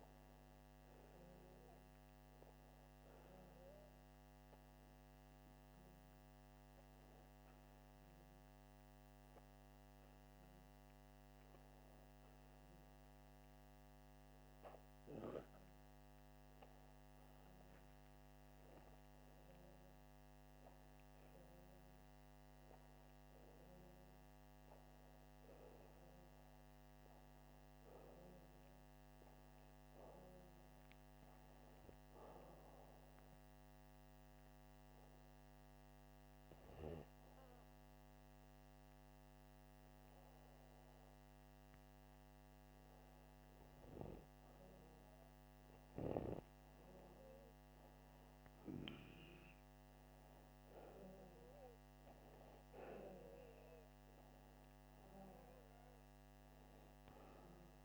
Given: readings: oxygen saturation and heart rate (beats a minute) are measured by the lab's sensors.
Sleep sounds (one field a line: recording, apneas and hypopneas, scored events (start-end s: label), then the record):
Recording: breathing in sleep by a microphone on the trachea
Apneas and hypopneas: 1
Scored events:
29.50-32.50 s: arousal
34.00-44.00 s: obstructive apnea (oxygen 97% before, 92% lowest, heart rate 85 before, 81 extreme, up 2 after)
46.00-49.50 s: arousal
56.50-57.85 s: oxygen desaturation (device-marked, oxygen 96% before, 92% lowest, heart rate 84 before, 82 extreme)
From the record:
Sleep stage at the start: N2 (light sleep)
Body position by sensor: upright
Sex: male